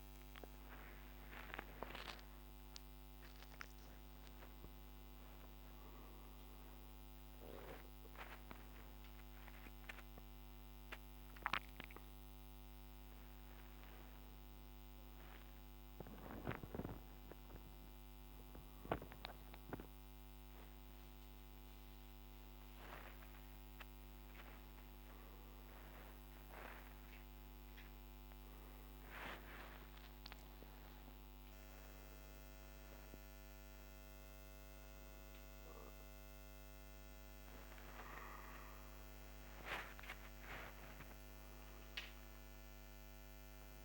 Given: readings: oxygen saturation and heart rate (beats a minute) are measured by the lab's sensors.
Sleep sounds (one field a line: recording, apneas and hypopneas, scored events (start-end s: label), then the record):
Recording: a person awake in a sleep study, by a microphone on the trachea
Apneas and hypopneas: none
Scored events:
1.00-3.00 s: long interval between heartbeats (device-marked, heart rate 124 before, 183 extreme)
4.50-6.50 s: long interval between heartbeats (device-marked, heart rate 143 before, 145 extreme)
8.00-10.00 s: long interval between heartbeats (device-marked, heart rate 154 before, 100 extreme)
10.50-12.50 s: long interval between heartbeats (device-marked, heart rate 157 before, 92 extreme)
From the record:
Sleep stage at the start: awake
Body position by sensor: upright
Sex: male